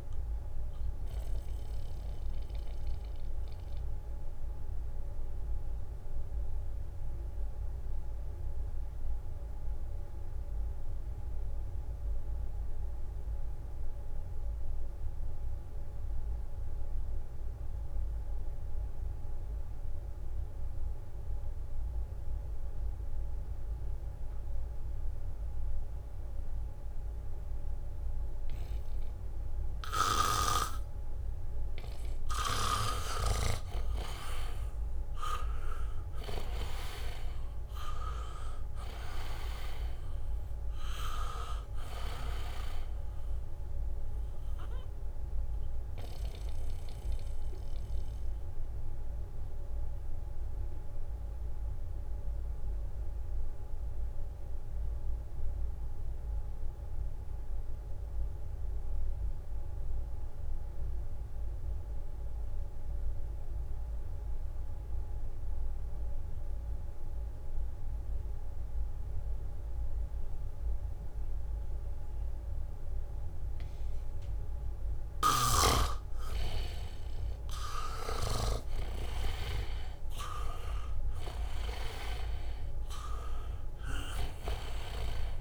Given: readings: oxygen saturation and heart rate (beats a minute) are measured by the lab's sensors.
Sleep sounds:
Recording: breathing in sleep by a room microphone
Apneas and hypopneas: 2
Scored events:
0.00-12.50 s: oxygen desaturation (device-marked, oxygen 81% lowest, heart rate 63 extreme)
0.50-31.00 s: mixed apnea (oxygen 99% before, 80% lowest, heart rate 66 before, 65 extreme)
25.50-61.50 s: oxygen desaturation (device-marked, oxygen 99% before, 80% lowest, heart rate 70 before, 62 extreme)
34.00-39.50 s: arousal
46.00-74.50 s: mixed apnea (oxygen 99% before, 80% lowest, heart rate 68 before, 62 extreme, up 3 after)
69.00-72.50 s: leg movement (device-marked)
69.50-85.41 s: oxygen desaturation (device-marked, oxygen 99% before, 80% lowest, heart rate 71 before, 62 extreme)
78.50-83.00 s: arousal
From the record:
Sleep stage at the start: N2 (light sleep)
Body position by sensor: on the back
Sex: male

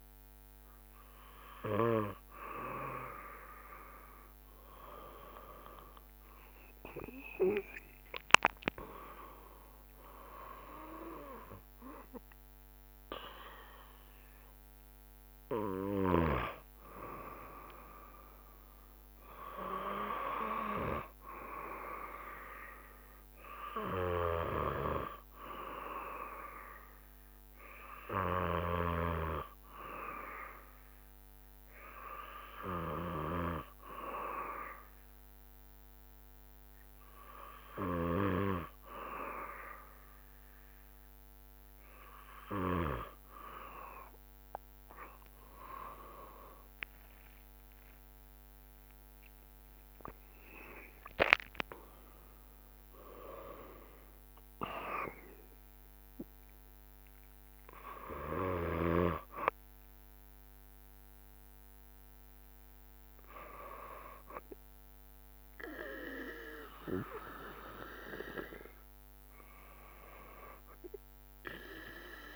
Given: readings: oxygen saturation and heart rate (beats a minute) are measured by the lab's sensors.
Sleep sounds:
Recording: breathing in sleep by a microphone on the trachea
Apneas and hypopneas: 1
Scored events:
5.50-17.50 s: drop in pulse transit time (device-marked, heart rate 67 before, 69 extreme)
9.00-13.50 s: arousal
26.50-41.50 s: obstructive apnea (oxygen 96% before, 95% lowest, heart rate 71 before, 65 extreme, up 17 after)
46.50-51.50 s: arousal
46.50-60.50 s: drop in pulse transit time (device-marked, heart rate 66 before, 77 extreme)
47.00-49.00 s: long interval between heartbeats (device-marked, heart rate 66 before, 77 extreme)
From the record:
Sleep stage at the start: N2 (light sleep)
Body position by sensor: on the back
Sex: male

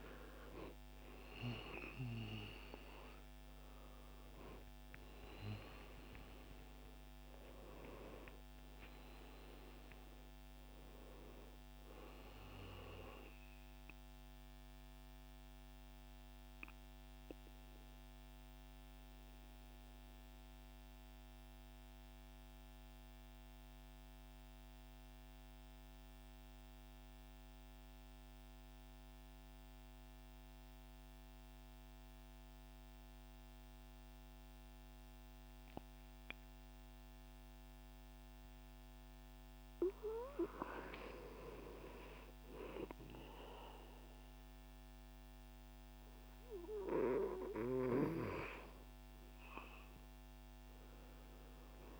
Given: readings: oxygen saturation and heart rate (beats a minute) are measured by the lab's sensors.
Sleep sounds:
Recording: breathing in sleep by a microphone on the trachea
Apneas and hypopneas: 1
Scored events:
0.00-20.50 s: oxygen desaturation (device-marked, oxygen 89% lowest, heart rate 113 extreme)
13.50-39.50 s: central apnea (oxygen 97% before, 90% lowest, heart rate 141 before, 77 extreme, up 36 after)
41.50-52.00 s: oxygen desaturation (device-marked, oxygen 99% before, 95% lowest, heart rate 132 before, 72 extreme)
43.00-47.50 s: arousal
From the record:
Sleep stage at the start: N2 (light sleep)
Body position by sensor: on the right side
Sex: male

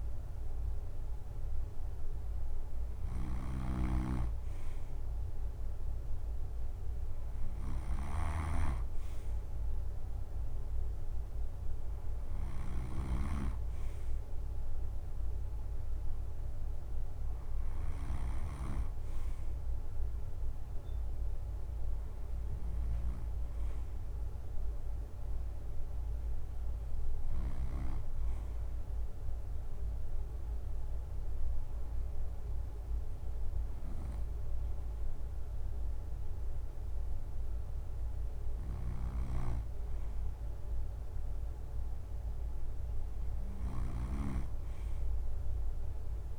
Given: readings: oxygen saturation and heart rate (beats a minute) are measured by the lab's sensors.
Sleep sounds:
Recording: breathing in sleep by a room microphone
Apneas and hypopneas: none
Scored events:
0.00-17.50 s: snoring (device-marked)
33.00-46.39 s: snoring (device-marked)
From the record:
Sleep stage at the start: N2 (light sleep)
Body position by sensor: on the right side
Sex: male

